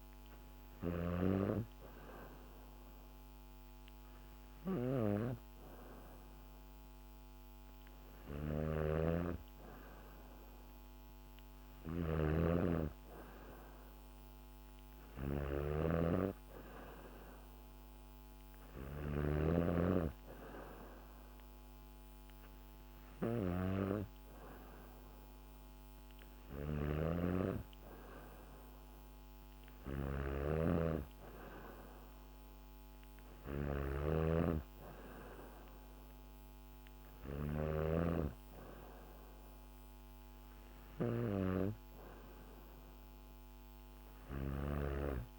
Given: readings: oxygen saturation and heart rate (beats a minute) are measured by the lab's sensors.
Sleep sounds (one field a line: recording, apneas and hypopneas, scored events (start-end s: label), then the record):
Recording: breathing in sleep by a microphone on the trachea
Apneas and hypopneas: none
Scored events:
0.00-45.39 s: snoring (device-marked)
15.00-45.39 s: new sleep stage, N3 (deep sleep)
From the record:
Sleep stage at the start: N2 (light sleep)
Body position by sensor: on the back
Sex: female